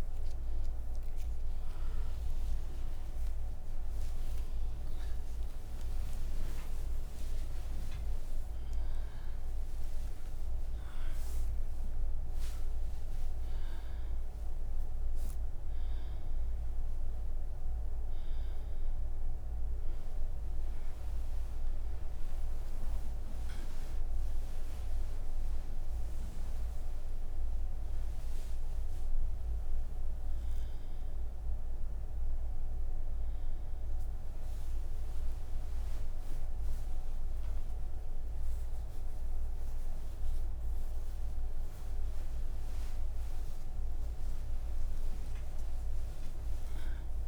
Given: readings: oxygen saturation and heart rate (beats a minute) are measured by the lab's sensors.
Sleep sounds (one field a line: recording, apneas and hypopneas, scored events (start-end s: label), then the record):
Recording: breathing in sleep, hard to hear, by a room microphone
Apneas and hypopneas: none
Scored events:
11.00-27.00 s: oxygen desaturation (device-marked, oxygen 100% before, 97% lowest)
From the record:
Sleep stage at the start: N1 (lightest sleep)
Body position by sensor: on the right side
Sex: female